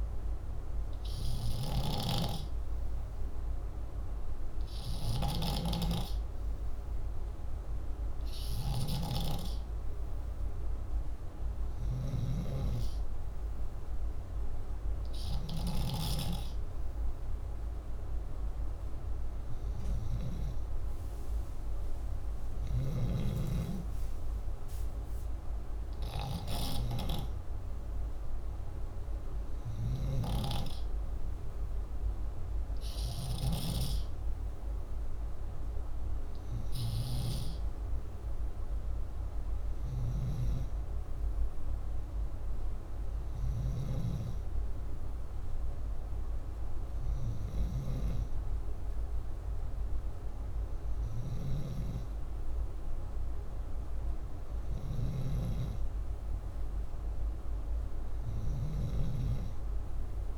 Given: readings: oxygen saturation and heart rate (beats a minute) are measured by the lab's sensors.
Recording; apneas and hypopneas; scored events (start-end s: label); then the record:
breathing in sleep by a room microphone; none
0.00-15.50 s: snoring (device-marked)
29.50-60.38 s: snoring (device-marked)
From the record:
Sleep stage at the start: N2 (light sleep); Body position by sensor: upright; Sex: male